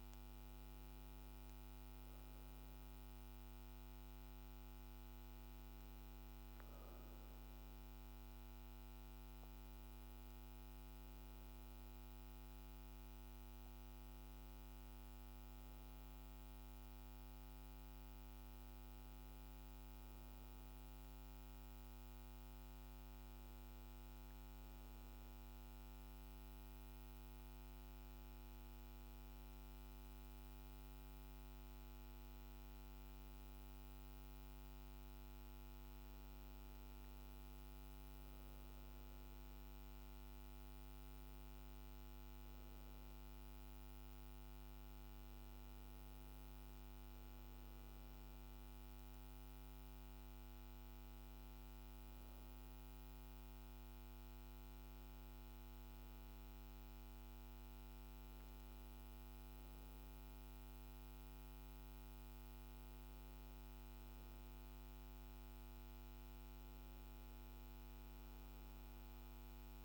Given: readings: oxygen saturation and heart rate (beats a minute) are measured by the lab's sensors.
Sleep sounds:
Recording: breathing in sleep, hard to hear, by a microphone on the trachea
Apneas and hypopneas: none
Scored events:
43.50-53.50 s: oxygen desaturation (device-marked, oxygen 93% before, 90% lowest, heart rate 57 before, 55 extreme)
68.00-69.85 s: arousal
From the record:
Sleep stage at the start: N1 (lightest sleep)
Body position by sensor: on the back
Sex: female

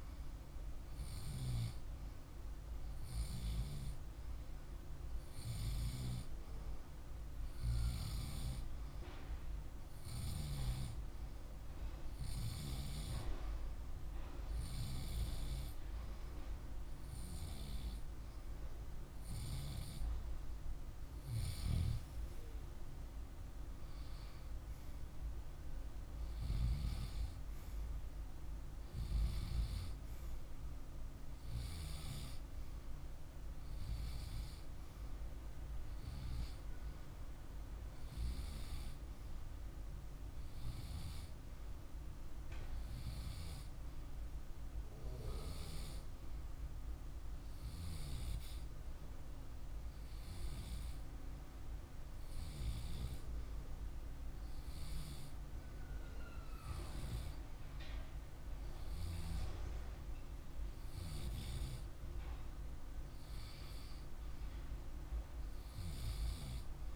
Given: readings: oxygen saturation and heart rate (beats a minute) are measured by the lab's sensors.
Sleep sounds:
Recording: breathing in sleep, hard to hear, by a room microphone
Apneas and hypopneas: 1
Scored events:
9.50-20.50 s: hypopnea (oxygen 97% before, 94% lowest, heart rate 51 before, 50 extreme, up 1 after)
17.50-21.50 s: oxygen desaturation (device-marked, oxygen 98% before, 94% lowest, heart rate 51 before, 50 extreme)
21.50-25.50 s: arousal
From the record:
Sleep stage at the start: REM sleep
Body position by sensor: on the left side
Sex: male

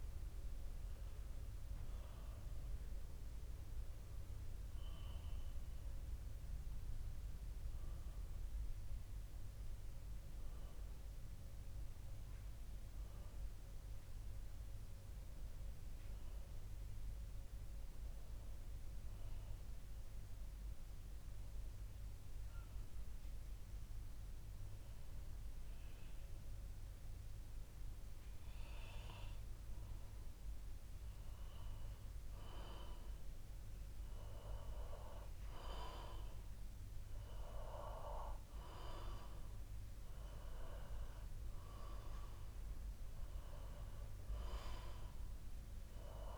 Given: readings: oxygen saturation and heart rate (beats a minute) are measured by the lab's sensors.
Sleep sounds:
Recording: breathing in sleep by a room microphone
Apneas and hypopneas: 1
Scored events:
2.00-6.00 s: arousal
15.50-30.00 s: obstructive apnea (oxygen 95% before, 92% lowest, heart rate 63 before, 59 extreme, up 3 after)
32.50-36.00 s: arousal
From the record:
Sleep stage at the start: N2 (light sleep)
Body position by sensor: on the back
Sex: male

